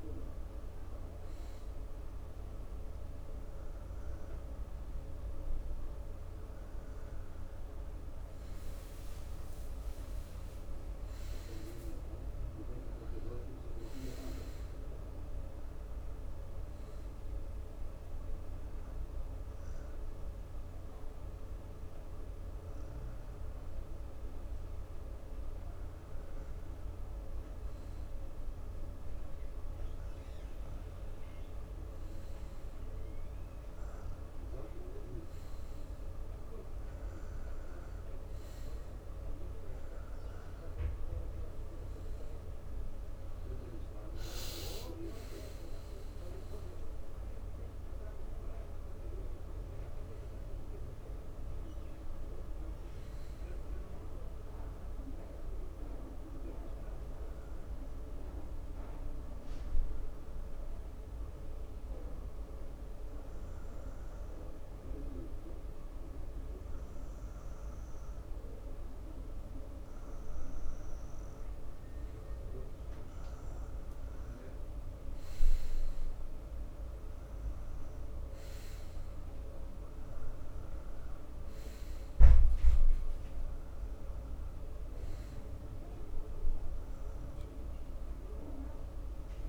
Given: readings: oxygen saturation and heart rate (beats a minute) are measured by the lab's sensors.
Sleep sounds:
breathing in sleep, hard to hear, by a room microphone; 2
11.50-14.00 s: arousal
16.50-27.50 s: obstructive apnea (oxygen 95% before, 92% lowest)
29.00-32.50 s: arousal
58.50-71.00 s: obstructive apnea (oxygen 95% before, 93% lowest)
76.00-79.00 s: arousal
From the record:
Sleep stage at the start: N2 (light sleep); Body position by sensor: on the front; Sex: male

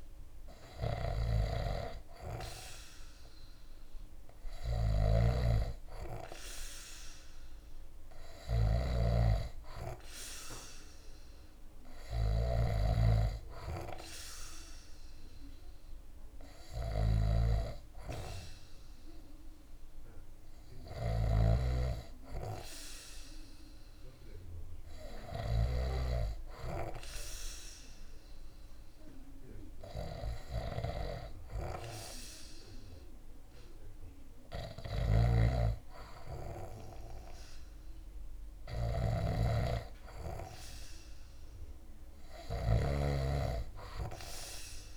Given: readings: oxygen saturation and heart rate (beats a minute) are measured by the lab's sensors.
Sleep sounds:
breathing in sleep by a room microphone; none
4.00-12.00 s: snoring (device-marked)
20.50-25.00 s: snoring (device-marked)
34.00-44.97 s: snoring (device-marked)
From the record:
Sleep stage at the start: N2 (light sleep); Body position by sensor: on the back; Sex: male

